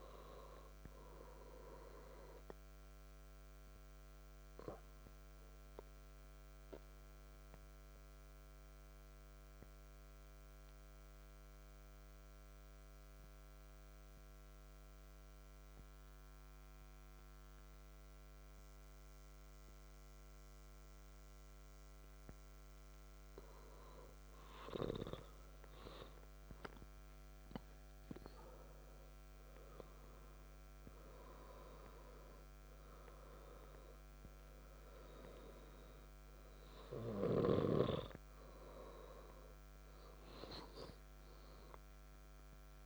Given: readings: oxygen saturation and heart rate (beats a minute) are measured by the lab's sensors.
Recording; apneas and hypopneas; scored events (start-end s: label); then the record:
breathing in sleep by a microphone on the trachea; 1
1.00-22.50 s: obstructive apnea (oxygen 94% before, 93% lowest, heart rate 65 before, 61 extreme, up 4 after)
24.00-28.50 s: arousal
From the record:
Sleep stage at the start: N2 (light sleep); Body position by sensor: on the back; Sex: male